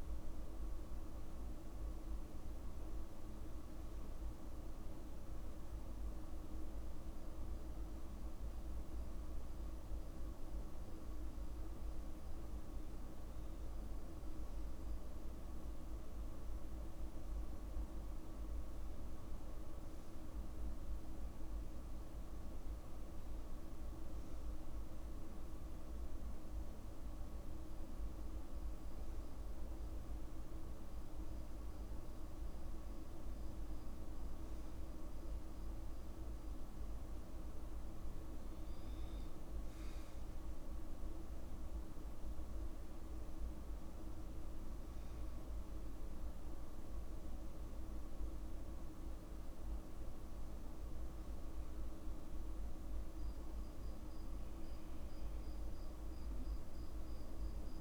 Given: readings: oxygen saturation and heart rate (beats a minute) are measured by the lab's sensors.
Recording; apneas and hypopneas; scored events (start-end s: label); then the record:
breathing in sleep, hard to hear, by a room microphone; none
none scored
From the record:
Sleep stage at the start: N2 (light sleep); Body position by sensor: on the back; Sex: male